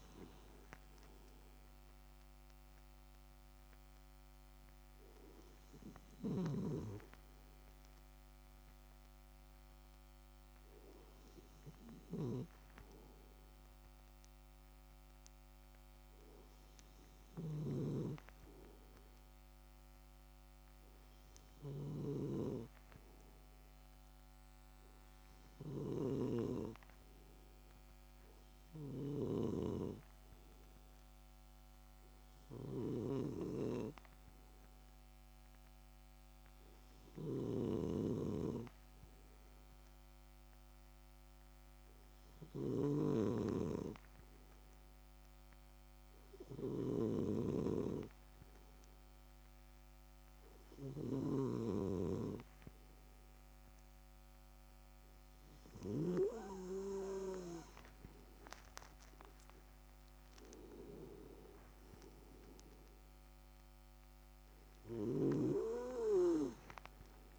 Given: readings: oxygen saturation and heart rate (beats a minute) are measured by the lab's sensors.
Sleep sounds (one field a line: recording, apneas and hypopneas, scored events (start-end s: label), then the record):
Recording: breathing in sleep by a microphone on the trachea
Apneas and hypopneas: 1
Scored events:
17.50-56.00 s: snoring (device-marked)
24.00-53.50 s: hypopnea (oxygen 99% before, 95% lowest)
59.00-62.50 s: arousal
65.00-67.39 s: snoring (device-marked)
From the record:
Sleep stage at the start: N2 (light sleep)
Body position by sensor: on the left side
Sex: male